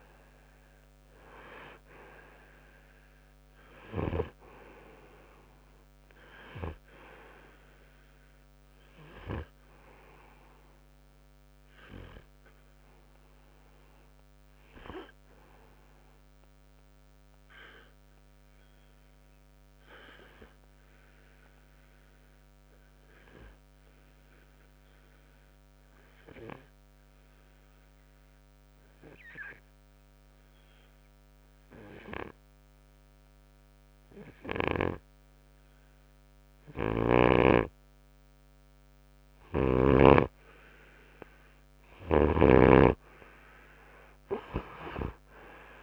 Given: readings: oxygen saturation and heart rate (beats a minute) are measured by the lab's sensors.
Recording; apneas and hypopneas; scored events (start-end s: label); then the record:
breathing in sleep by a microphone on the trachea; 1
9.00-26.00 s: oxygen desaturation (device-marked, oxygen 96% before, 91% lowest, heart rate 65 before, 55 extreme)
16.50-38.00 s: obstructive apnea (oxygen 97% before, 90% lowest, heart rate 61 before, 55 extreme, up 6 after)
39.50-43.00 s: snoring (device-marked)
43.50-45.82 s: arousal
From the record:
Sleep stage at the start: N2 (light sleep); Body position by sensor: on the right side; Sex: male